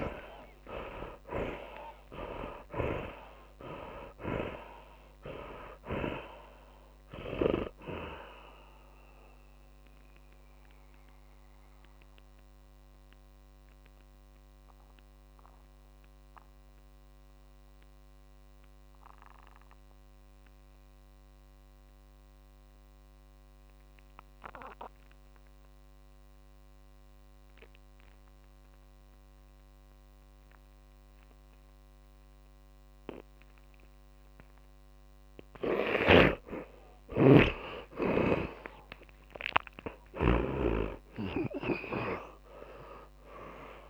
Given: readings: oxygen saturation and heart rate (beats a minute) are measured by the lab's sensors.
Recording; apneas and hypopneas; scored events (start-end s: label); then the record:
breathing in sleep by a microphone on the trachea; 1
0.00-1.50 s: arousal
0.00-25.00 s: oxygen desaturation (device-marked, oxygen 71% lowest)
11.00-37.00 s: mixed apnea (oxygen 85% before, 71% lowest)
33.00-43.90 s: oxygen desaturation (device-marked, oxygen 99% before, 76% lowest)
36.00-40.50 s: snoring (device-marked)
39.00-43.00 s: arousal
From the record:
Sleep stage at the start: N2 (light sleep); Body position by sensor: on the back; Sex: male